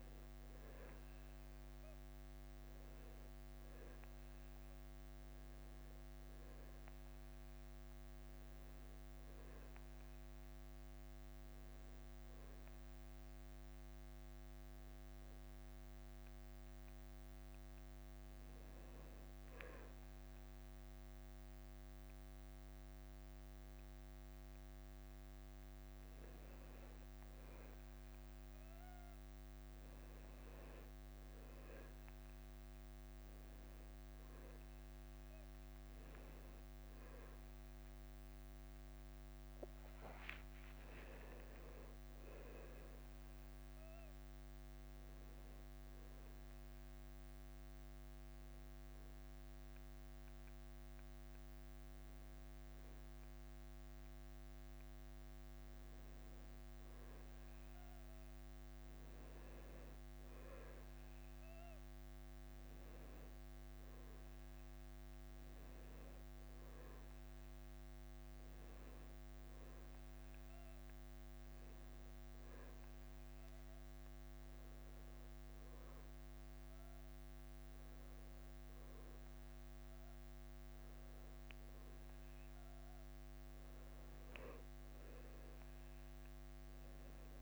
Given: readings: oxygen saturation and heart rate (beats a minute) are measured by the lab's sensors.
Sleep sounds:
breathing in sleep, hard to hear, by a microphone on the trachea; 3
0.00-1.50 s: arousal
0.00-14.00 s: drop in pulse transit time (device-marked, heart rate 81 extreme)
10.00-25.00 s: hypopnea (oxygen 97% before, 91% lowest, heart rate 83 before, 84 extreme, up 2 after)
13.00-87.42 s: new sleep stage, N1 (lightest sleep)
26.00-32.00 s: oxygen desaturation (device-marked, oxygen 95% before, 91% lowest, heart rate 86 before, 84 extreme)
29.00-35.00 s: arousal
44.00-56.50 s: hypopnea (oxygen 98% before, 93% lowest, heart rate 86 before, 84 extreme, up 1 after)
60.50-63.50 s: arousal
67.50-82.00 s: hypopnea (oxygen 98% before, 93% lowest, heart rate 85 before, 84 extreme, up 2 after)
81.00-87.42 s: drop in pulse transit time (device-marked, heart rate 84 before, 85 extreme)
From the record:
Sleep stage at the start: N2 (light sleep); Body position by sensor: on the back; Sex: male

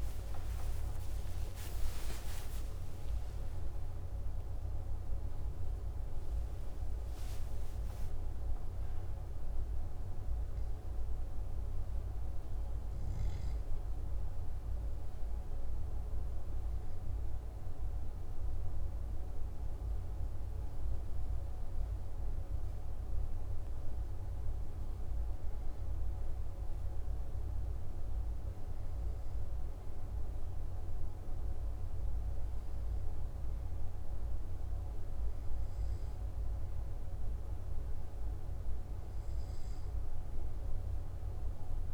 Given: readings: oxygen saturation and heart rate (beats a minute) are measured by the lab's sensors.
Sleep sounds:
breathing in sleep, hard to hear, by a room microphone; none
0.00-7.00 s: arousal
From the record:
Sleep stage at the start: N2 (light sleep); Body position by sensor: on the back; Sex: male

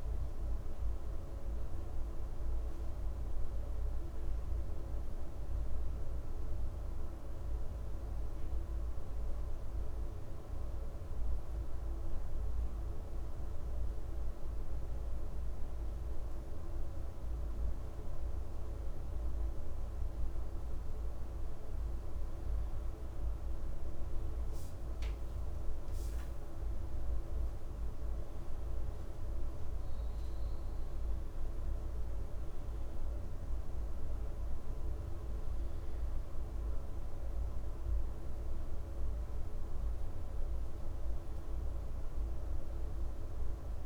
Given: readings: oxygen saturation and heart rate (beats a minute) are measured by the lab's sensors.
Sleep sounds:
breathing in sleep, hard to hear, by a room microphone; 1
7.50-18.50 s: hypopnea (oxygen 98% before, 95% lowest, heart rate 71 before, 59 extreme, up 4 after)
22.00-27.50 s: arousal
From the record:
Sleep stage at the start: N2 (light sleep); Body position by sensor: on the left side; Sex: male

